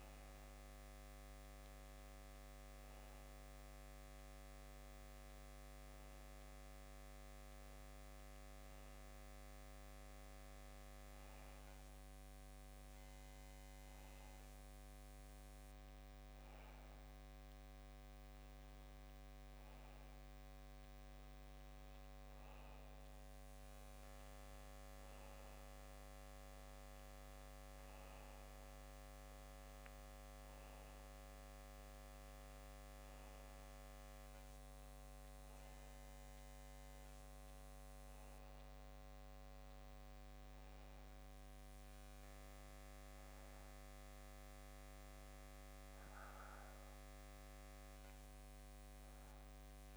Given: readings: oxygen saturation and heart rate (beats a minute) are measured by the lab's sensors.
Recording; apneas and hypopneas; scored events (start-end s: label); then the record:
breathing in sleep, hard to hear, by a microphone on the trachea; none
31.50-49.97 s: new sleep stage, N2 (light sleep)
From the record:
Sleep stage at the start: N1 (lightest sleep); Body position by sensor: on the back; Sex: male